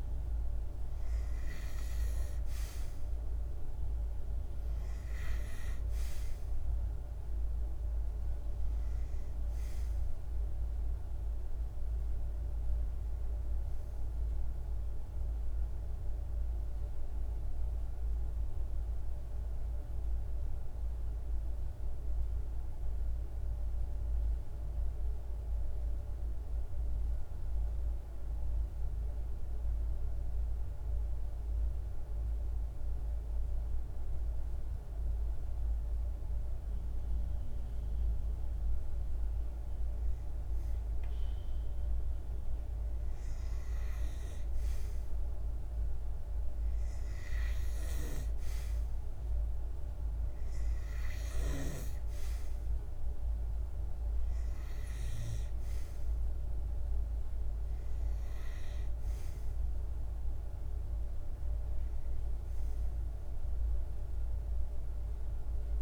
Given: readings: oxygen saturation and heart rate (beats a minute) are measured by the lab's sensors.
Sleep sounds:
breathing in sleep, hard to hear, by a room microphone; 1
0.00-17.00 s: oxygen desaturation (device-marked, oxygen 90% lowest, heart rate 47 extreme)
17.00-36.50 s: mixed apnea (oxygen 95% before, 91% lowest, heart rate 51 before, 48 extreme, up 3 after)
37.50-42.00 s: arousal
41.00-61.00 s: oxygen desaturation (device-marked, oxygen 97% before, 91% lowest, heart rate 50 before, 48 extreme)
From the record:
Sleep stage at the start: N2 (light sleep); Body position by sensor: on the back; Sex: male

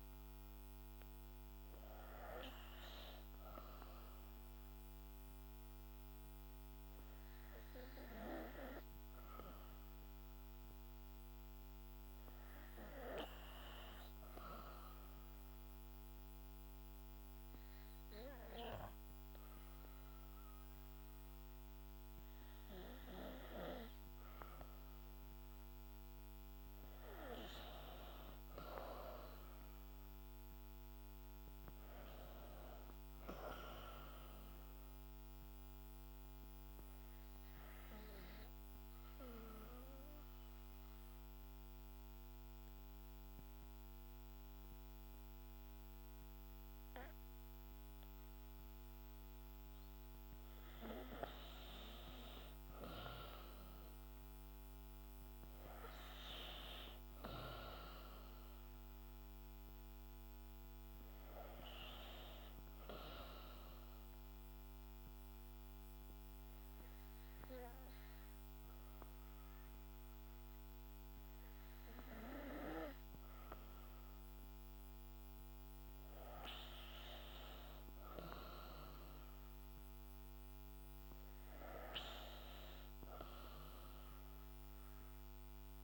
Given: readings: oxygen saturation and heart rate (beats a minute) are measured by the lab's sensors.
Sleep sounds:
breathing in sleep by a microphone on the trachea; 3
0.00-10.00 s: oxygen desaturation (device-marked, oxygen 92% lowest, heart rate 65 extreme)
14.00-25.00 s: obstructive apnea (oxygen 98% before, 89% lowest, heart rate 68 before, 60 extreme, up 5 after)
27.50-31.50 s: arousal
32.00-45.00 s: oxygen desaturation (device-marked, oxygen 94% before, 90% lowest, heart rate 67 before, 60 extreme)
37.50-49.50 s: obstructive apnea (oxygen 96% before, 89% lowest, heart rate 68 before, 60 extreme, up 7 after)
52.50-56.50 s: arousal
60.00-71.00 s: oxygen desaturation (device-marked, oxygen 97% before, 89% lowest, heart rate 64 before, 64 extreme)
63.50-76.50 s: hypopnea (oxygen 97% before, 89% lowest, heart rate 64 before, 64 extreme, up 5 after)
82.00-85.84 s: oxygen desaturation (device-marked, oxygen 97% before, 94% lowest, heart rate 66 before, 66 extreme)
82.50-85.84 s: arousal
From the record:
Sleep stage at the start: N2 (light sleep); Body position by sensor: on the back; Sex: female

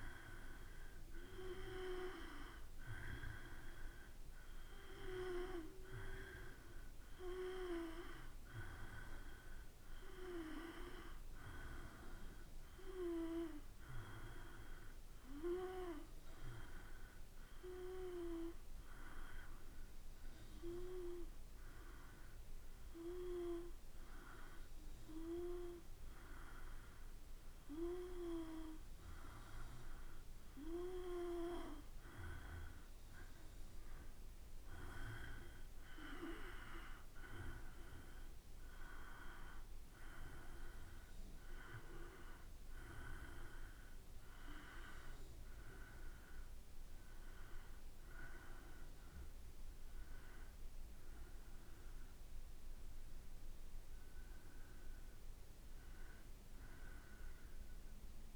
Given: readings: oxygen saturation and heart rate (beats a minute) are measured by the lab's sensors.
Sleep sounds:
breathing in sleep by a room microphone; 1
10.50-14.50 s: arousal
16.50-29.50 s: hypopnea (oxygen 94% before, 89% lowest, heart rate 57 before, 54 extreme, up 2 after)
30.00-33.00 s: arousal
From the record:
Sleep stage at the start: N2 (light sleep); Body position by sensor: on the back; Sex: male

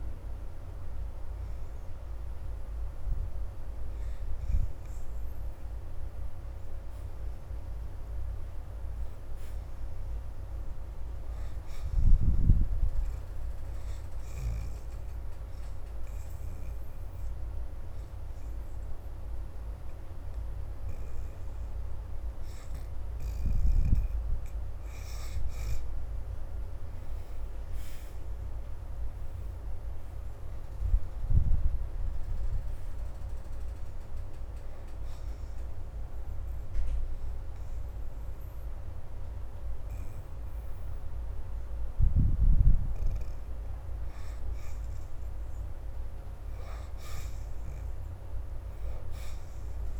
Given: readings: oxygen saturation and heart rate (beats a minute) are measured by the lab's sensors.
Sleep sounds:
breathing in sleep, hard to hear, by a room microphone; 2
0.00-13.50 s: oxygen desaturation (device-marked, oxygen 65% lowest, heart rate 72 extreme)
14.50-25.00 s: obstructive apnea (oxygen 84% before, 65% lowest, heart rate 77 before, 73 extreme, up 6 after)
18.50-29.50 s: oxygen desaturation (device-marked, oxygen 86% before, 77% lowest, heart rate 76 before, 73 extreme)
27.50-32.00 s: arousal
34.50-49.99 s: oxygen desaturation (device-marked, oxygen 79% before, 65% lowest, heart rate 77 before, 73 extreme)
35.00-45.00 s: obstructive apnea (oxygen 86% before, 65% lowest, heart rate 77 before, 73 extreme, up 4 after)
46.50-49.50 s: arousal
From the record:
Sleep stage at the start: N2 (light sleep); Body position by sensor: on the left side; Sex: female

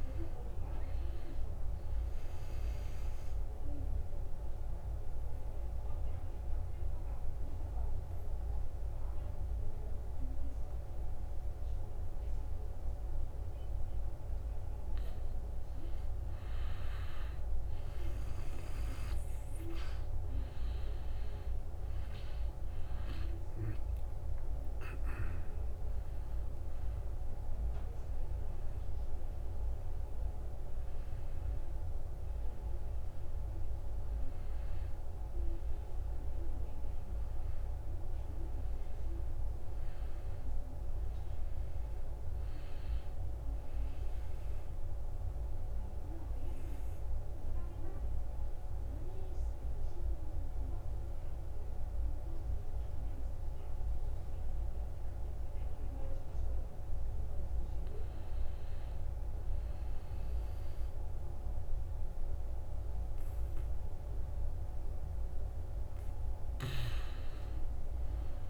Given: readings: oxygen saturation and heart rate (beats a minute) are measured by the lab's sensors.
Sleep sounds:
breathing in sleep, hard to hear, by a room microphone; 2
3.00-15.50 s: obstructive apnea (oxygen 96% before, 91% lowest, heart rate 74 before, 69 extreme, up 3 after)
17.50-47.50 s: new sleep stage, N1 (lightest sleep)
18.00-23.00 s: arousal
18.50-35.50 s: oxygen desaturation (device-marked, oxygen 96% before, 91% lowest, heart rate 72 before, 67 extreme)
45.00-56.50 s: obstructive apnea (oxygen 96% before, 89% lowest, heart rate 75 before, 66 extreme, up 0 after)
47.50-68.49 s: new sleep stage, N2 (light sleep)
58.50-62.00 s: arousal
63.50-68.49 s: oxygen desaturation (device-marked, oxygen 97% before, 92% lowest, heart rate 70 before, 66 extreme)
From the record:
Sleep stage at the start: N2 (light sleep); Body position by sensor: on the back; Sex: male

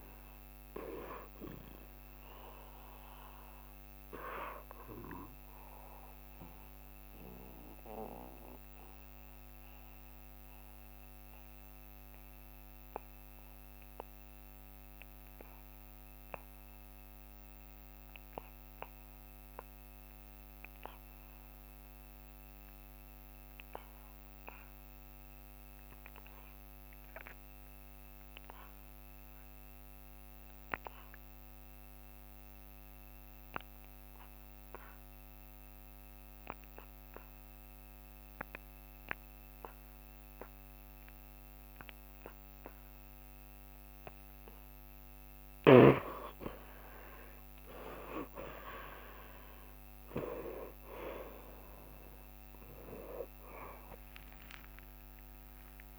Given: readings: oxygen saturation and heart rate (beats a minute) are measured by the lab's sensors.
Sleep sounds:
breathing in sleep by a microphone on the trachea; 1
0.00-22.00 s: oxygen desaturation (device-marked, oxygen 70% lowest, heart rate 72 extreme)
6.50-44.50 s: mixed apnea (oxygen 88% before, 66% lowest, heart rate 76 before, 72 extreme, up 2 after)
24.00-55.98 s: oxygen desaturation (device-marked, oxygen 93% before, 66% lowest, heart rate 74 before, 70 extreme)
53.50-55.98 s: arousal
54.00-55.98 s: tachycardia (device-marked, heart rate 77 before, 109 extreme)
54.50-55.98 s: long interval between heartbeats (device-marked, heart rate 77 before, 87 extreme)
From the record:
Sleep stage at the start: N2 (light sleep); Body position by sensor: on the back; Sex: male

